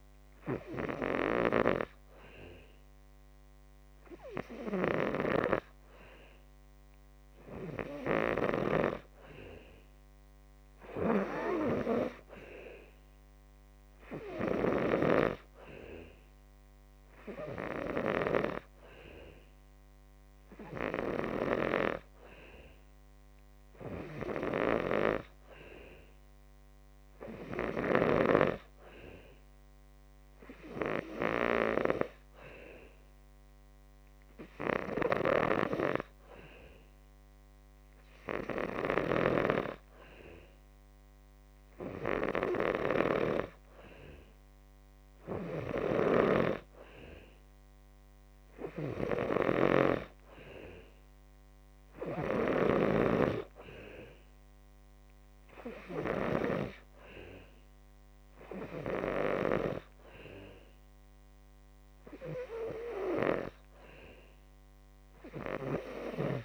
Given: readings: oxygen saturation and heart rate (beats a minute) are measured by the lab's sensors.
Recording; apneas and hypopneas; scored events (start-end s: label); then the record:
breathing in sleep by a microphone on the trachea; none
none scored
From the record:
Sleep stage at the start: N2 (light sleep); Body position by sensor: on the back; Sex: male